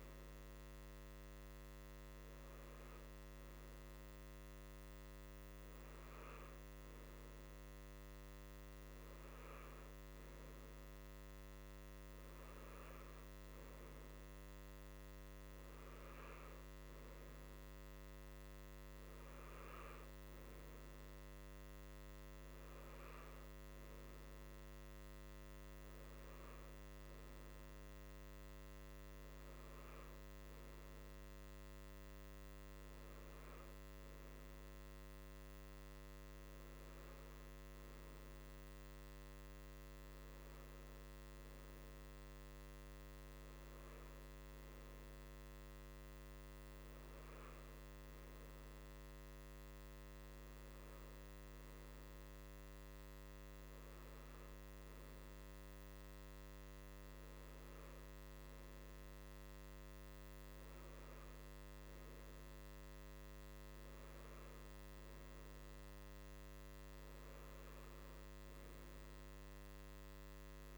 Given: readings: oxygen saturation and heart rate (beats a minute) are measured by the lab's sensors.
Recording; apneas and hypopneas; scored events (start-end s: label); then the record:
breathing in sleep, hard to hear, by a microphone on the trachea; none
none scored
From the record:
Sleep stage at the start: N2 (light sleep); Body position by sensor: on the right side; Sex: male